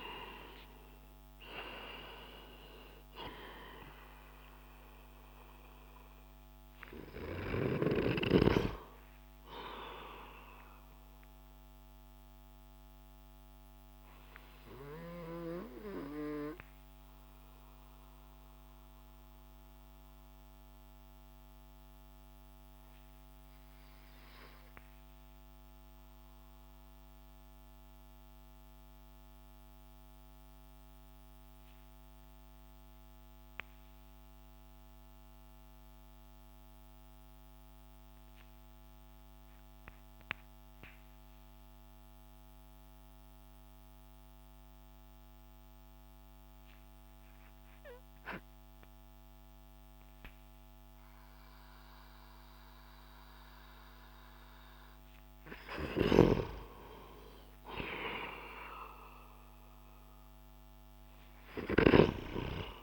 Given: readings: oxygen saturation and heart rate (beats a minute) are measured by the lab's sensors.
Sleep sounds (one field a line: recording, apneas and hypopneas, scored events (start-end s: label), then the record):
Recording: breathing in sleep by a microphone on the trachea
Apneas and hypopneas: 1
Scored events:
0.00-1.50 s: arousal
10.50-54.00 s: obstructive apnea (oxygen 95% before, 91% lowest)
48.00-62.83 s: oxygen desaturation (device-marked, oxygen 98% before, 94% lowest)
55.50-61.50 s: snoring (device-marked)
57.50-62.00 s: arousal
From the record:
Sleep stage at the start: N2 (light sleep)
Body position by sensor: on the back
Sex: male